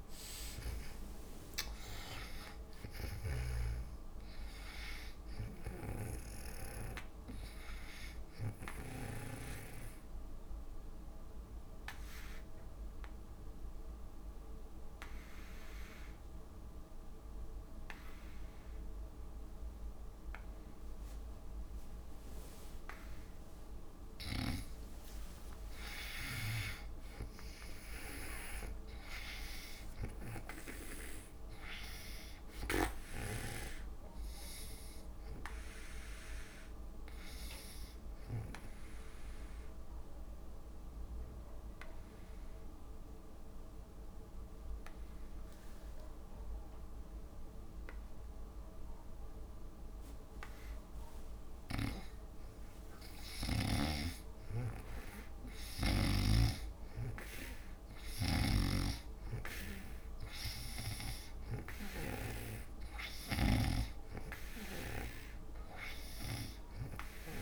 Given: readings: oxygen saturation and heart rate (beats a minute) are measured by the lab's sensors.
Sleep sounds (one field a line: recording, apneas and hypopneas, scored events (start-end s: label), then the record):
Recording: breathing in sleep by a room microphone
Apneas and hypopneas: 2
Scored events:
0.00-14.50 s: oxygen desaturation (device-marked, oxygen 89% lowest)
6.00-9.50 s: snoring (device-marked)
9.00-24.00 s: obstructive apnea (oxygen 98% before, 85% lowest)
25.00-28.50 s: arousal
28.50-41.50 s: oxygen desaturation (device-marked, oxygen 97% before, 89% lowest)
39.00-51.50 s: obstructive apnea (oxygen 97% before, 83% lowest)
53.50-57.00 s: arousal
54.50-65.50 s: snoring (device-marked)
64.50-67.42 s: oxygen desaturation (device-marked, oxygen 95% before, 85% lowest)
From the record:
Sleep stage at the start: N2 (light sleep)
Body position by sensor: on the back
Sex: female